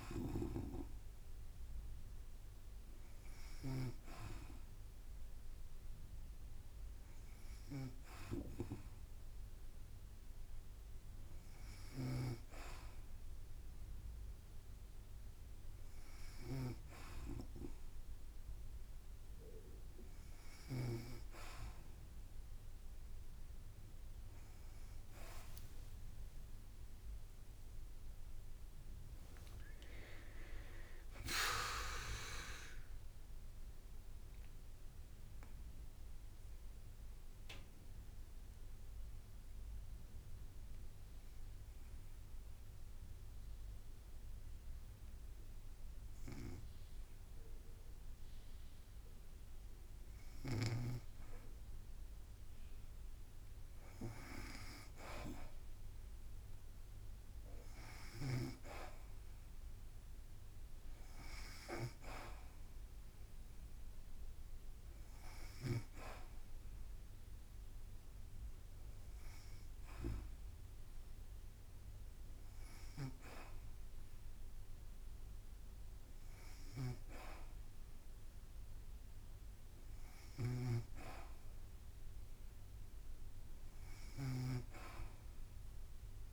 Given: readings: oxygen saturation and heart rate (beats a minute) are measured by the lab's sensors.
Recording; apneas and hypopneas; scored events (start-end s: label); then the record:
breathing in sleep by a room microphone; 1
26.00-29.00 s: tachycardia (device-marked, heart rate 57 before, 99 extreme)
26.00-30.00 s: arousal
29.00-47.00 s: drop in pulse transit time (device-marked, heart rate 63 before, 56 extreme)
32.00-51.50 s: mixed apnea (oxygen 95% before, 92% lowest, heart rate 70 before, 54 extreme, up 1 after)
53.00-56.50 s: arousal
59.00-73.00 s: oxygen desaturation (device-marked, oxygen 98% before, 92% lowest, heart rate 56 before, 57 extreme)
80.50-84.50 s: snoring (device-marked)
From the record:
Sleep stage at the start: N2 (light sleep); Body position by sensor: on the back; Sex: female